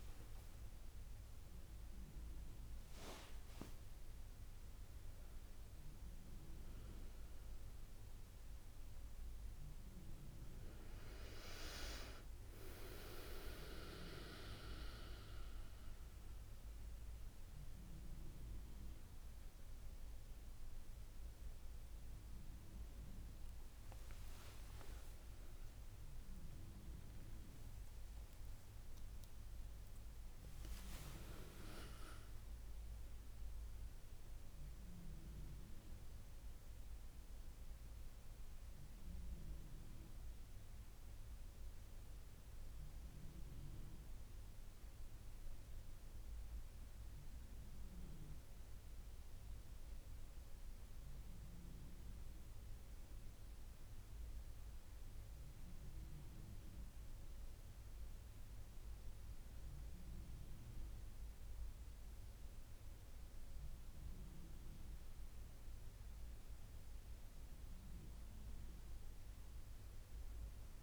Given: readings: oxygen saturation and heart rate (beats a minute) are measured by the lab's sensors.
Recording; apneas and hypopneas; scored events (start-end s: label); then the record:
a person awake in a sleep study, by a room microphone; none
15.50-32.50 s: drop in pulse transit time (device-marked, heart rate 88 before, 71 extreme)
24.50-26.50 s: long interval between heartbeats (device-marked, heart rate 78 before, 90 extreme)
42.50-70.83 s: new sleep stage, N1 (lightest sleep)
From the record:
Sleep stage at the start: awake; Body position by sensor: on the back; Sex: female